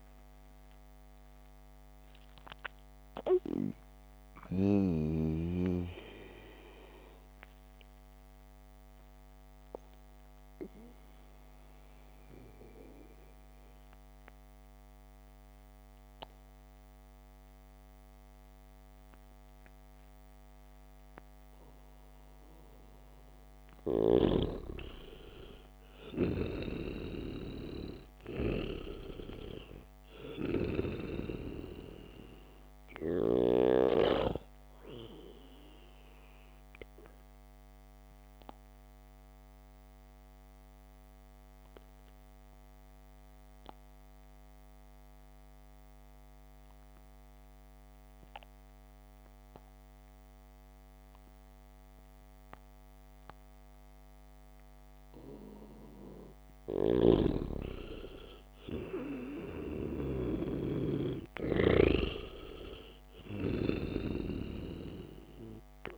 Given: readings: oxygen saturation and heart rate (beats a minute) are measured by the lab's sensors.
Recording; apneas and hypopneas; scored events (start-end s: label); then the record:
breathing in sleep by a microphone on the trachea; 2
0.00-3.00 s: oxygen desaturation (device-marked, oxygen 91% lowest, heart rate 55 extreme)
1.50-22.50 s: hypopnea (oxygen 97% before, 87% lowest, heart rate 85 before, 62 extreme, up 1 after)
5.00-17.00 s: oxygen desaturation (device-marked, oxygen 93% before, 87% lowest, heart rate 95 before, 62 extreme)
28.00-65.98 s: new sleep stage, REM sleep
28.50-33.00 s: arousal
30.00-48.00 s: oxygen desaturation (device-marked, oxygen 99% before, 91% lowest, heart rate 67 before, 62 extreme)
37.50-55.50 s: obstructive apnea (oxygen 99% before, 87% lowest, heart rate 66 before, 62 extreme)
57.00-60.50 s: arousal
57.50-64.50 s: snoring (device-marked)
61.00-65.98 s: oxygen desaturation (device-marked, oxygen 98% before, 90% lowest, heart rate 69 before, 56 extreme)
From the record:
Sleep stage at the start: N2 (light sleep); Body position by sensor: on the back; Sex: male